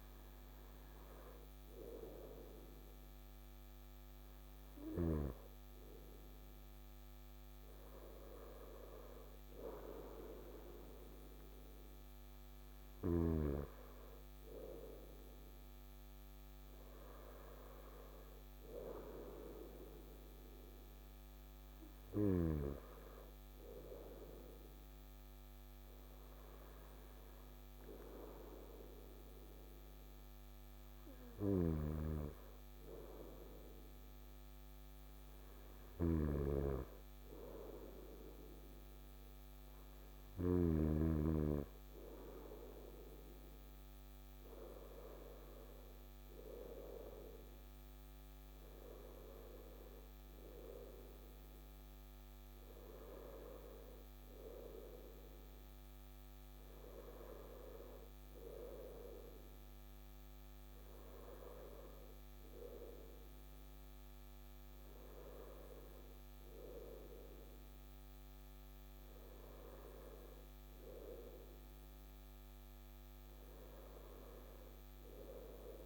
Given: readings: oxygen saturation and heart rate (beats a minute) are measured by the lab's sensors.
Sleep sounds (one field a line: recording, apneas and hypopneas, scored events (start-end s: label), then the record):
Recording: breathing in sleep by a microphone on the trachea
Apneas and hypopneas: none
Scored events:
none scored
From the record:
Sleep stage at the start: N2 (light sleep)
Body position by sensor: on the right side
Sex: male